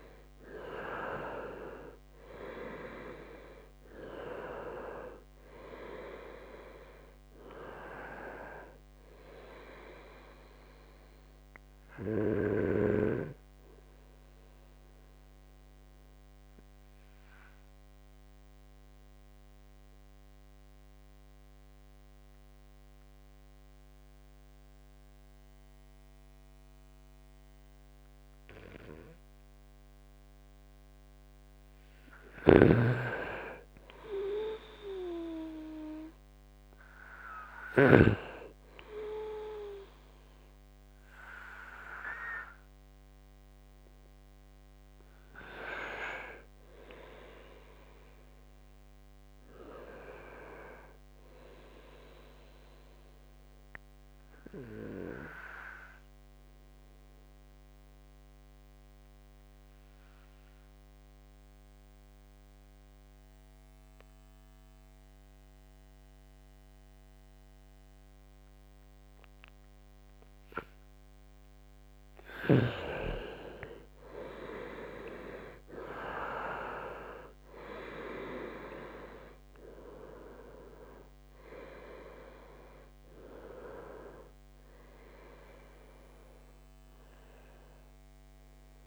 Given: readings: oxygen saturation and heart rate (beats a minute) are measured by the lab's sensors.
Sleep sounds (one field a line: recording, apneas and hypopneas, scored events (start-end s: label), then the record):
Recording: breathing in sleep by a microphone on the trachea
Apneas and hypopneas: 2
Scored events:
0.00-1.00 s: arousal
3.00-23.00 s: oxygen desaturation (device-marked, oxygen 97% before, 89% lowest, heart rate 70 before, 67 extreme)
13.50-29.50 s: obstructive apnea (oxygen 98% before, 89% lowest, heart rate 73 before, 67 extreme, up 1 after)
31.00-35.50 s: arousal
32.00-38.00 s: snoring (device-marked)
41.00-60.00 s: oxygen desaturation (device-marked, oxygen 97% before, 92% lowest, heart rate 69 before, 68 extreme)
53.00-69.00 s: obstructive apnea (oxygen 99% before, 89% lowest, heart rate 70 before, 68 extreme, up 3 after)
71.50-75.00 s: arousal
73.00-88.87 s: oxygen desaturation (device-marked, oxygen 96% before, 89% lowest, heart rate 71 before, 68 extreme)
From the record:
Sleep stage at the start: N2 (light sleep)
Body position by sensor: on the right side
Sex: male